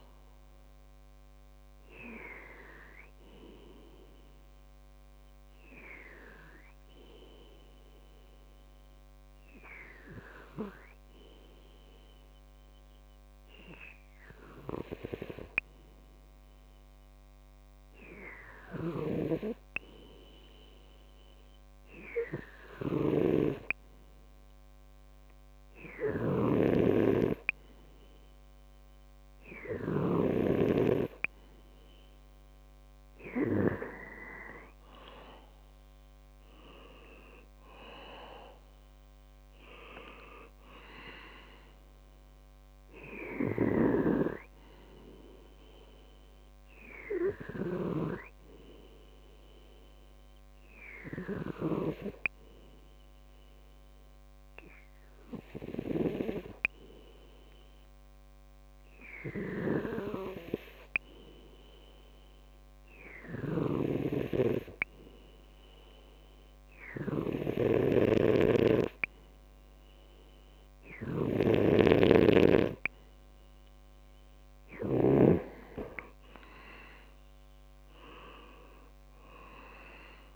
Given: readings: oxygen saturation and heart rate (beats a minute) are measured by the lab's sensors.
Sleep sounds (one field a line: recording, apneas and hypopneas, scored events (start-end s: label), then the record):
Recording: breathing in sleep by a microphone on the trachea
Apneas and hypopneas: 2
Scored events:
0.00-1.00 s: oxygen desaturation (device-marked, oxygen 92% lowest, heart rate 62 extreme)
6.00-23.50 s: hypopnea (oxygen 97% before, 93% lowest, heart rate 71 before, 62 extreme, up 0 after)
33.00-37.50 s: arousal
52.00-65.50 s: hypopnea (oxygen 99% before, 91% lowest, heart rate 67 before, 61 extreme, up 1 after)
67.00-69.50 s: arousal
78.00-80.36 s: oxygen desaturation (device-marked, oxygen 97% before, 91% lowest, heart rate 64 before, 60 extreme)
From the record:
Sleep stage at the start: N2 (light sleep)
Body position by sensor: on the back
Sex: male